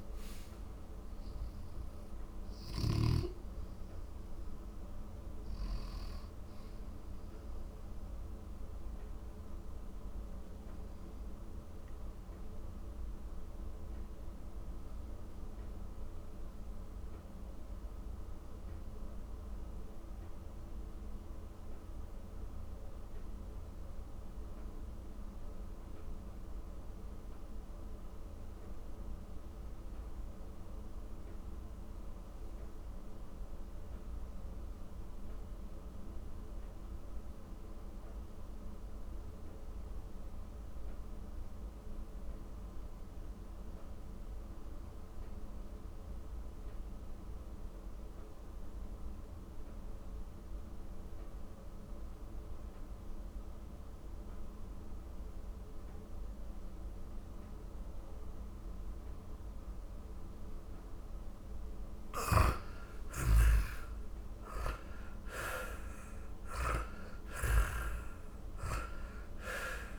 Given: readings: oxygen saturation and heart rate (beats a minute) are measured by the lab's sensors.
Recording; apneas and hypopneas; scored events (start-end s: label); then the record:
breathing in sleep by a room microphone; 1
0.00-6.00 s: snoring (device-marked)
0.00-28.50 s: oxygen desaturation (device-marked, oxygen 84% lowest, heart rate 42 extreme)
10.00-61.00 s: mixed apnea (oxygen 93% before, 84% lowest, heart rate 72 before, 42 extreme, up 4 after)
54.50-69.99 s: oxygen desaturation (device-marked, oxygen 97% before, 84% lowest, heart rate 54 before, 39 extreme)
62.00-69.99 s: snoring (device-marked)
62.50-67.00 s: arousal
From the record:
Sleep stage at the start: N2 (light sleep); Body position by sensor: on the back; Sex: male